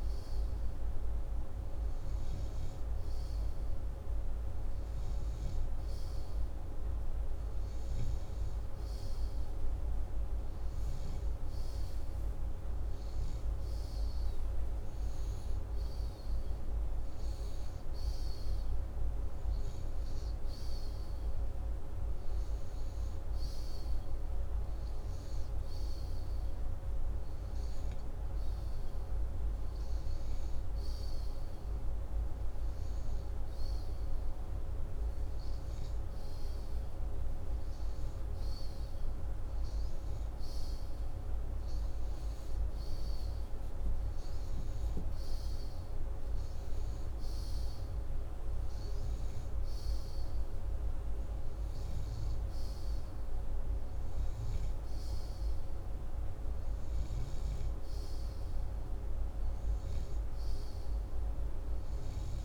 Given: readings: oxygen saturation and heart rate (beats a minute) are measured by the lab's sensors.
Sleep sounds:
breathing in sleep, hard to hear, by a room microphone; none
57.50-62.44 s: snoring (device-marked)
From the record:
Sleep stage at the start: N2 (light sleep); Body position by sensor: upright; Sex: male

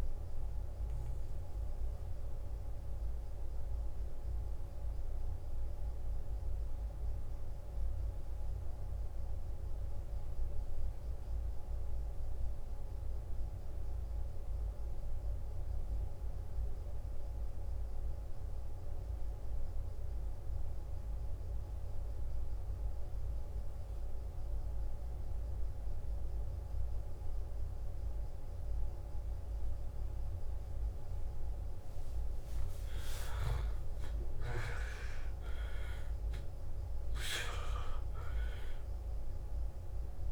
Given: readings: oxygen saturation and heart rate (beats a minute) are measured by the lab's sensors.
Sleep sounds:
breathing in sleep, hard to hear, by a room microphone; 1
0.00-11.50 s: oxygen desaturation (device-marked, oxygen 89% lowest, heart rate 52 extreme)
3.00-31.00 s: central apnea (oxygen 96% before, 89% lowest, heart rate 62 before, 52 extreme, up 14 after)
27.50-40.32 s: oxygen desaturation (device-marked, oxygen 98% before, 89% lowest, heart rate 54 before, 52 extreme)
32.50-37.00 s: arousal
From the record:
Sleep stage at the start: N2 (light sleep); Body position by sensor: on the back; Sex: male

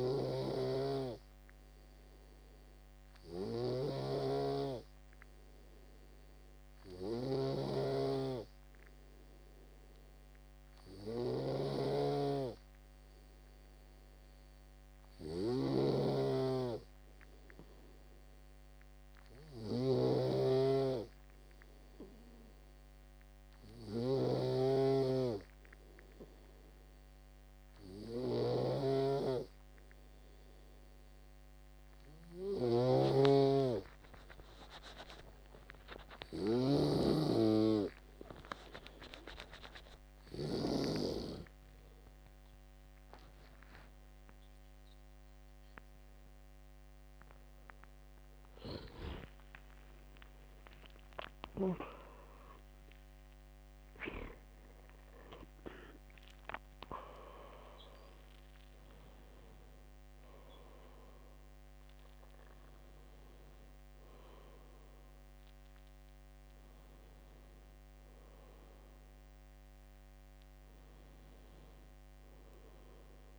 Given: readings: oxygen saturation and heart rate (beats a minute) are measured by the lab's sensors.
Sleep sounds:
breathing in sleep by a microphone on the trachea; none
0.00-41.00 s: snoring (device-marked)
46.50-73.39 s: new sleep stage, N2 (light sleep)
48.50-54.50 s: arousal
From the record:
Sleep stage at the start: N3 (deep sleep); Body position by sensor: on the back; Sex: male

